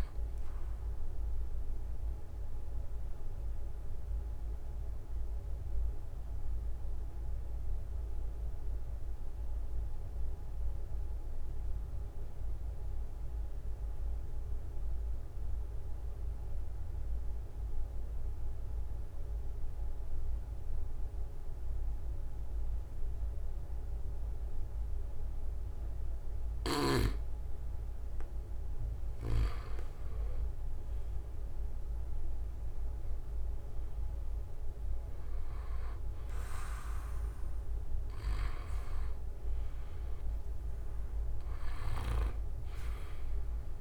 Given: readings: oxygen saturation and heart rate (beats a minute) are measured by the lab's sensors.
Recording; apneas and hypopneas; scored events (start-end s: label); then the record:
breathing in sleep by a room microphone; 1
0.00-16.50 s: oxygen desaturation (device-marked, oxygen 91% lowest)
0.50-27.00 s: obstructive apnea (oxygen 97% before, 91% lowest)
23.00-25.00 s: long interval between heartbeats (device-marked, heart rate 44 before, 49 extreme)
27.00-29.00 s: long interval between heartbeats (device-marked, heart rate 47 before, 47 extreme)
28.50-33.00 s: arousal
32.00-34.00 s: long interval between heartbeats (device-marked, heart rate 47 before, 40 extreme)
32.50-43.81 s: oxygen desaturation (device-marked, oxygen 97% before, 91% lowest)
40.50-42.50 s: long interval between heartbeats (device-marked, heart rate 41 before, 38 extreme)
From the record:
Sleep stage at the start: N2 (light sleep); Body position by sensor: on the right side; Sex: male